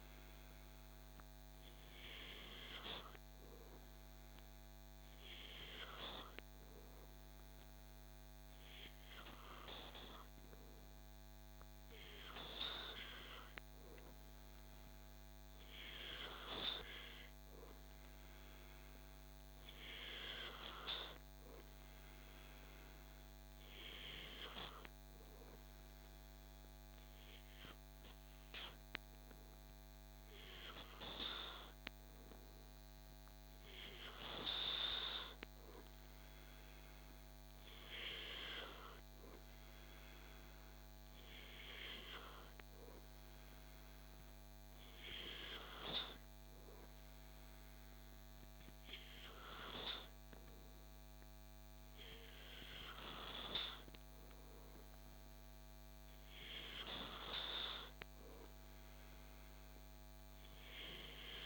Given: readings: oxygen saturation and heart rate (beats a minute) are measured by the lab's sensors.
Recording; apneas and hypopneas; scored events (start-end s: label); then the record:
breathing in sleep by a microphone on the trachea; none
56.00-61.46 s: new sleep stage, N2 (light sleep)
From the record:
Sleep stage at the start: N3 (deep sleep); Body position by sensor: on the back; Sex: male